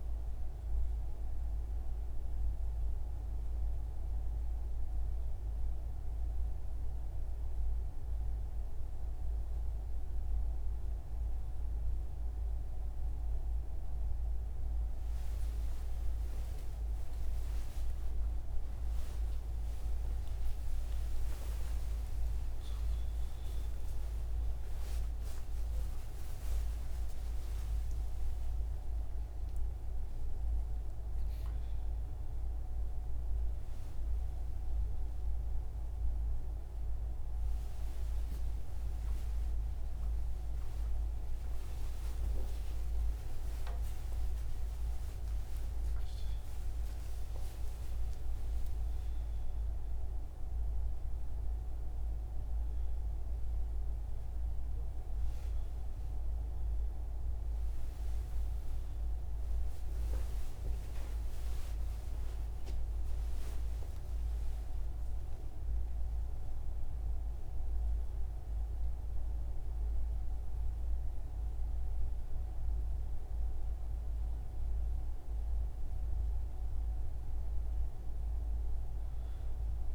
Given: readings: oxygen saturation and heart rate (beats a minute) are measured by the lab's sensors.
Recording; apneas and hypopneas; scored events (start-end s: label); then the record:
a person awake in a sleep study, hard to hear, by a room microphone; none
0.00-8.00 s: oxygen desaturation (device-marked, oxygen 93% lowest)
54.00-79.95 s: new sleep stage, N1 (lightest sleep)
From the record:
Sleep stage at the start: awake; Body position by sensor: on the front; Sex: male